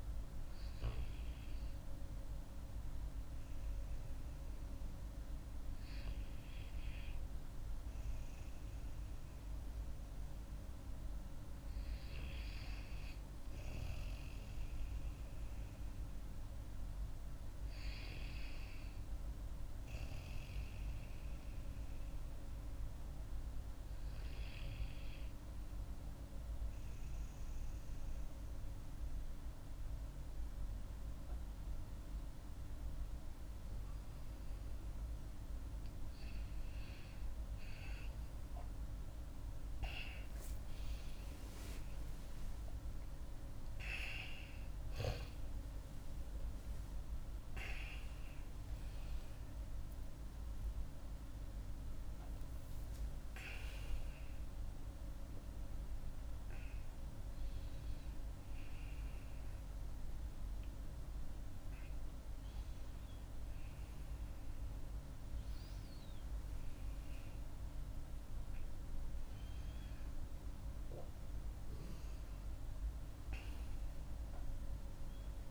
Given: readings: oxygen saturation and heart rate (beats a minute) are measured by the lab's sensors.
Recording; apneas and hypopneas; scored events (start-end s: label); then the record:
a person partly awake in a sleep study, hard to hear, by a room microphone; 1
17.00-26.00 s: oxygen desaturation (device-marked, oxygen 95% before, 92% lowest)
26.00-36.00 s: obstructive apnea (oxygen 97% before, 91% lowest)
50.00-75.50 s: new sleep stage, awake
From the record:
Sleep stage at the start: N2 (light sleep); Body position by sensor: on the back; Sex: female